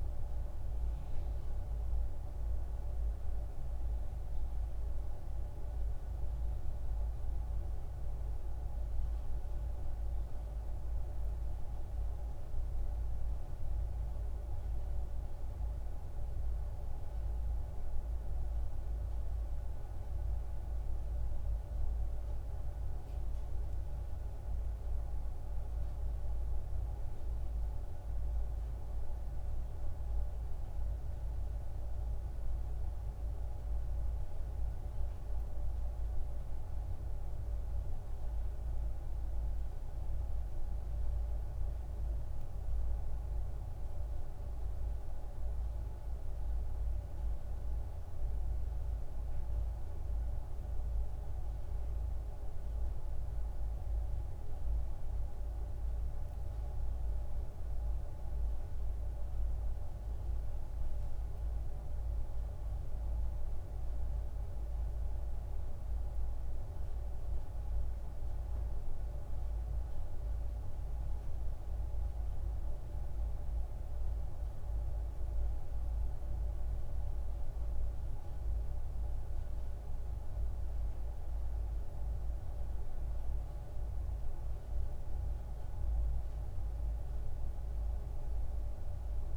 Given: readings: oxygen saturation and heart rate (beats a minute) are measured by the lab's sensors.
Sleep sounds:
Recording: a person awake in a sleep study, hard to hear, by a room microphone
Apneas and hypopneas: none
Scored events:
none scored
From the record:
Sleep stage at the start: awake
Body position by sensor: on the back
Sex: male

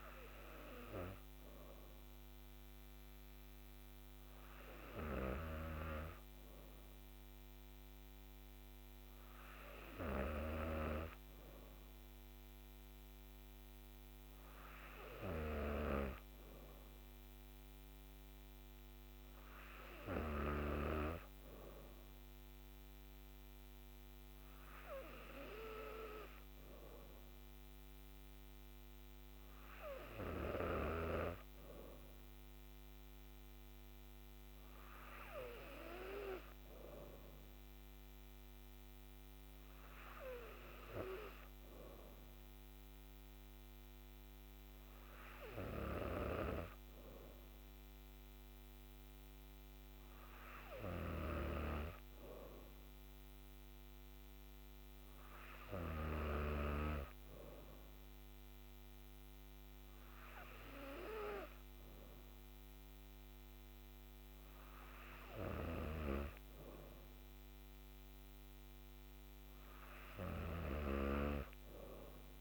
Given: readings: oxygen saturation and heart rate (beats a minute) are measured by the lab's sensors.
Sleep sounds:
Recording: breathing in sleep by a microphone on the trachea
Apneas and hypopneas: none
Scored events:
none scored
From the record:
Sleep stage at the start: N2 (light sleep)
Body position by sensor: on the back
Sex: female

